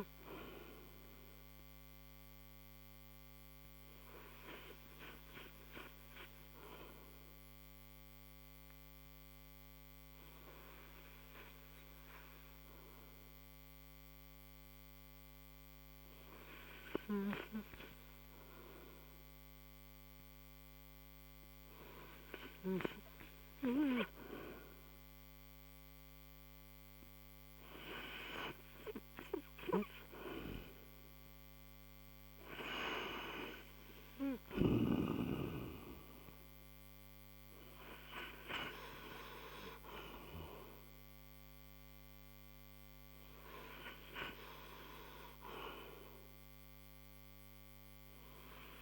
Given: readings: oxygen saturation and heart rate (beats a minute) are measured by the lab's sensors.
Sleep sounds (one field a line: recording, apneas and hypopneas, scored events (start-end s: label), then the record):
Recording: breathing in sleep by a microphone on the trachea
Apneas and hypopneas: 1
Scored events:
6.50-23.50 s: hypopnea (oxygen 92% before, 88% lowest, heart rate 65 before, 44 extreme, up 37 after)
25.50-29.00 s: arousal
30.00-44.00 s: oxygen desaturation (device-marked, oxygen 92% before, 88% lowest, heart rate 62 before, 39 extreme)
From the record:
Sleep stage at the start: N2 (light sleep)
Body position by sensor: on the right side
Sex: male